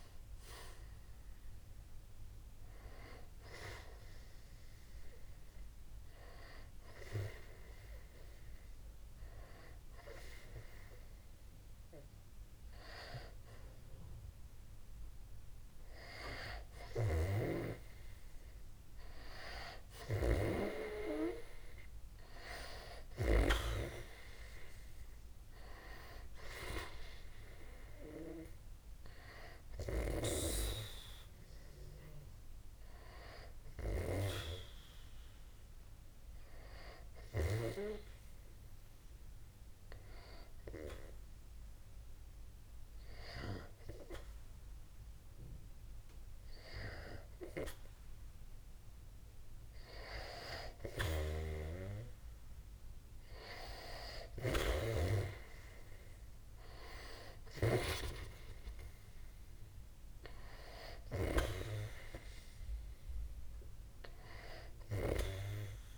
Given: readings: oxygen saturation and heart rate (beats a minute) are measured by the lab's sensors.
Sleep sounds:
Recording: breathing in sleep by a room microphone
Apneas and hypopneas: 2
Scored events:
2.50-13.00 s: hypopnea (oxygen 96% before, 91% lowest, heart rate 62 before, 60 extreme, up 0 after)
16.00-19.00 s: arousal
16.50-20.00 s: snoring (device-marked)
35.50-48.50 s: hypopnea (oxygen 94% before, 91% lowest, heart rate 63 before, 60 extreme, up 0 after)
50.00-53.50 s: arousal
51.00-65.98 s: oxygen desaturation (device-marked, oxygen 95% before, 91% lowest, heart rate 62 before, 60 extreme)
From the record:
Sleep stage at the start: N2 (light sleep)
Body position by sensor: on the back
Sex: male

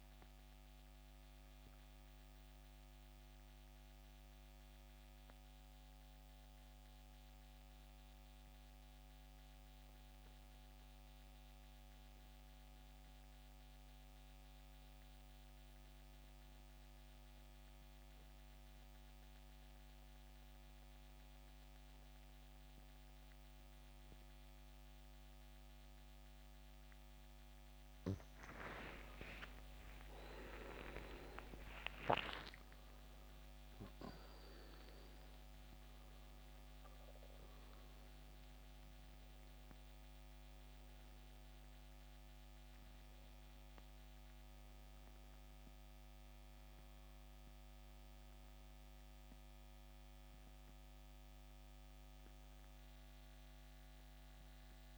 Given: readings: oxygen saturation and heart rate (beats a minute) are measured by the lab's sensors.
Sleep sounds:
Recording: breathing in sleep by a microphone on the trachea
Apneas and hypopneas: 1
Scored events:
0.00-18.00 s: oxygen desaturation (device-marked, oxygen 88% lowest, heart rate 64 extreme)
2.00-26.50 s: mixed apnea (oxygen 94% before, 83% lowest, heart rate 75 before, 64 extreme, up 14 after)
27.00-54.98 s: oxygen desaturation (device-marked, oxygen 93% before, 83% lowest, heart rate 65 before, 66 extreme)
29.00-35.50 s: arousal
From the record:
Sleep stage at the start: N2 (light sleep)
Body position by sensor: on the back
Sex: male

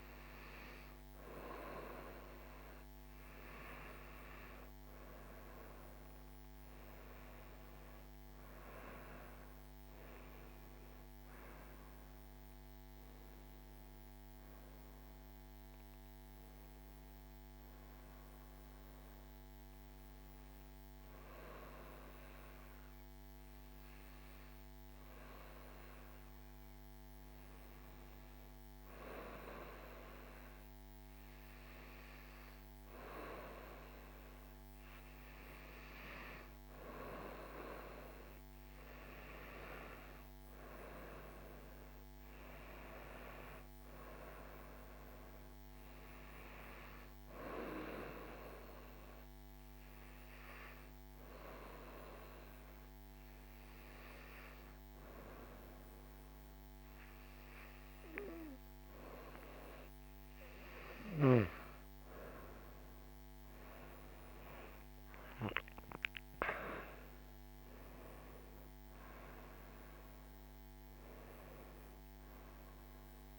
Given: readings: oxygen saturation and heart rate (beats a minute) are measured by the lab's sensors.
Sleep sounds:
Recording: breathing in sleep by a microphone on the trachea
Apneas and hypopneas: 2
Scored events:
11.50-16.50 s: arousal
21.00-36.00 s: hypopnea (oxygen 97% before, 95% lowest, heart rate 75 before, 69 extreme, up 0 after)
29.00-73.39 s: new sleep stage, N2 (light sleep)
39.00-43.50 s: arousal
48.50-61.50 s: obstructive apnea (oxygen 98% before, 96% lowest, heart rate 71 before, 71 extreme, up 7 after)
64.00-69.50 s: arousal
From the record:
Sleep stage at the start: REM sleep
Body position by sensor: on the right side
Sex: female

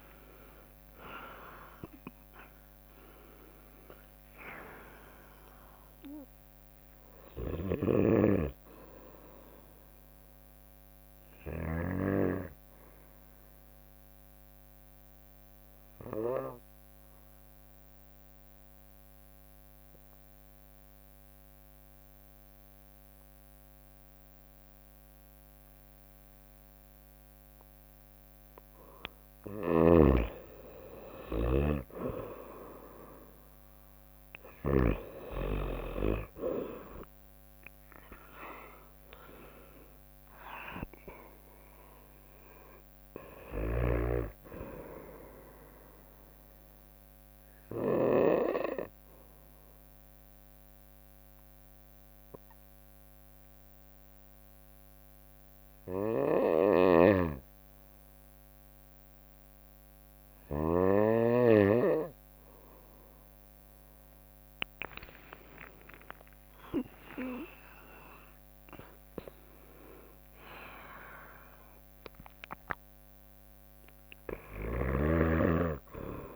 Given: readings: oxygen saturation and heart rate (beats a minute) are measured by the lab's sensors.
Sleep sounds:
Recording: breathing in sleep by a microphone on the trachea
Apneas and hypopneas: 2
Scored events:
0.00-2.00 s: arousal
0.00-3.00 s: tachycardia (device-marked, heart rate 105 extreme)
1.00-14.00 s: drop in pulse transit time (device-marked, heart rate 65 before, 60 extreme)
4.00-6.00 s: long interval between heartbeats (device-marked, heart rate 72 before, 104 extreme)
7.50-11.50 s: snoring (device-marked)
9.00-27.50 s: obstructive apnea (oxygen 96% before, 93% lowest, heart rate 80 before, 54 extreme, up 4 after)
11.00-18.00 s: bradycardia (device-marked, heart rate 67 before, 57 extreme)
29.50-35.00 s: snoring (device-marked)
32.00-49.00 s: drop in pulse transit time (device-marked, heart rate 60 before, 55 extreme)
34.00-58.00 s: oxygen desaturation (device-marked, oxygen 98% before, 93% lowest, heart rate 60 before, 54 extreme)
35.00-38.50 s: arousal
43.00-51.00 s: bradycardia (device-marked, heart rate 66 before, 54 extreme)
46.00-62.00 s: obstructive apnea (oxygen 98% before, 93% lowest, heart rate 61 before, 52 extreme, up 52 after)
56.00-61.00 s: snoring (device-marked)
64.00-68.00 s: tachycardia (device-marked, heart rate 66 before, 108 extreme)
65.50-70.00 s: arousal
66.00-68.00 s: long interval between heartbeats (device-marked, heart rate 59 before, 89 extreme)
68.00-76.36 s: drop in pulse transit time (device-marked, heart rate 63 before, 62 extreme)
74.50-76.36 s: snoring (device-marked)
From the record:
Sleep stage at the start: N2 (light sleep)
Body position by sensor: on the right side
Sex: female

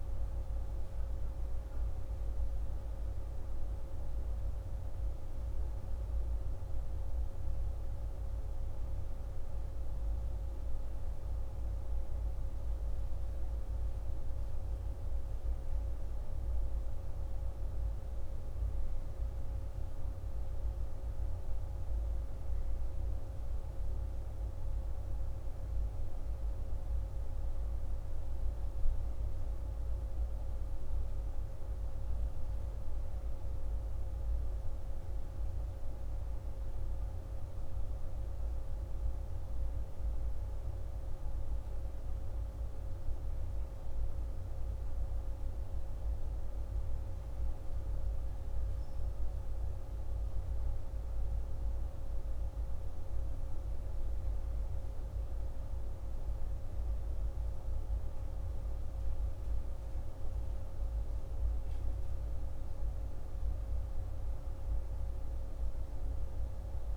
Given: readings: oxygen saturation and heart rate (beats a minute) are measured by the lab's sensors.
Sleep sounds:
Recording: breathing in sleep, hard to hear, by a room microphone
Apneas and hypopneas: none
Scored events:
none scored
From the record:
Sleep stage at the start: N1 (lightest sleep)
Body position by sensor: on the back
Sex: male

